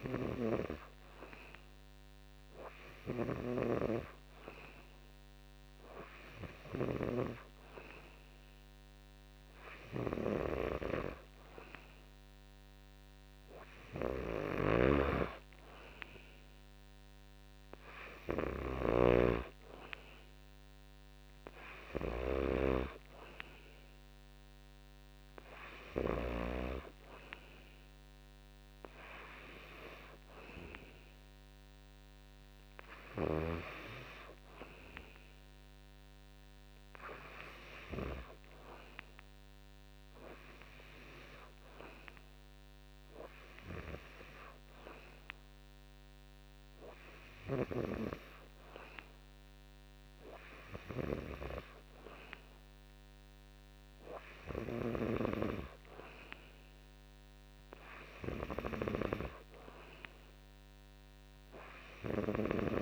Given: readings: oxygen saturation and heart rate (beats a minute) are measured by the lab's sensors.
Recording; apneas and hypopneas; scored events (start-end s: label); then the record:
breathing in sleep by a microphone on the trachea; none
14.50-26.50 s: snoring (device-marked)
From the record:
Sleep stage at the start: N2 (light sleep); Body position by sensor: on the back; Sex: male